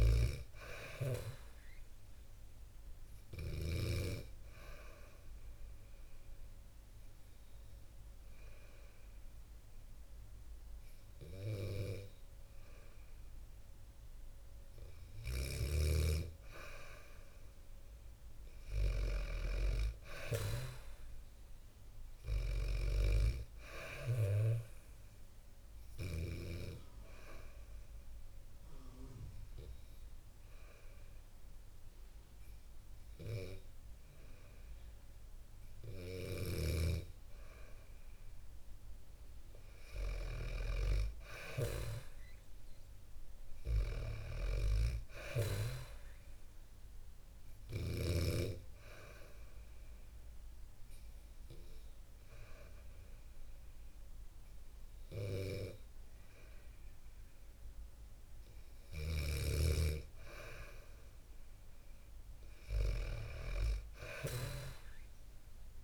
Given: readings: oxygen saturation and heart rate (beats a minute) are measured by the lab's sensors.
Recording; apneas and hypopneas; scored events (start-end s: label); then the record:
breathing in sleep by a room microphone; 3
0.00-3.00 s: snoring (device-marked)
2.50-14.00 s: hypopnea (oxygen 98% before, 94% lowest, heart rate 66 before, 61 extreme, up 5 after)
16.00-19.50 s: arousal
27.00-38.00 s: hypopnea (oxygen 97% before, 94% lowest, heart rate 66 before, 63 extreme, up 4 after)
40.00-44.00 s: arousal
47.00-58.00 s: hypopnea (oxygen 97% before, 93% lowest, heart rate 65 before, 63 extreme, up 5 after)
61.50-65.50 s: arousal
From the record:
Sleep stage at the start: N2 (light sleep); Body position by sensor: on the back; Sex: female